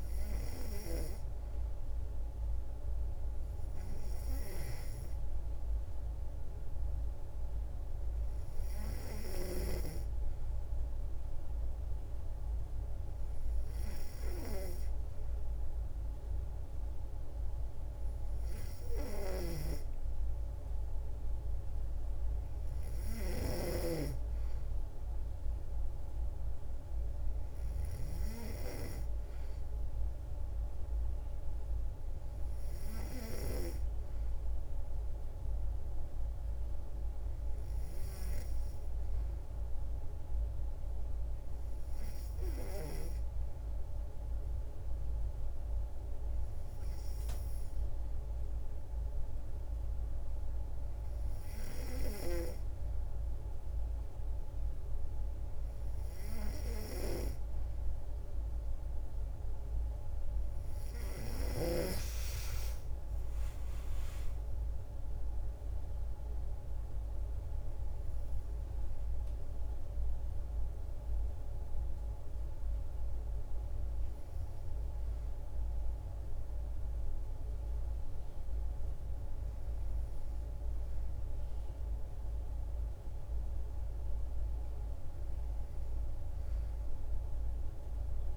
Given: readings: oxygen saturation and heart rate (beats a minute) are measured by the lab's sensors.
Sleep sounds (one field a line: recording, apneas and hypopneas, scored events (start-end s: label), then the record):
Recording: breathing in sleep by a room microphone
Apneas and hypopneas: none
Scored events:
19.00-28.00 s: snoring (device-marked)
From the record:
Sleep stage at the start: N3 (deep sleep)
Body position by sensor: on the back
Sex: female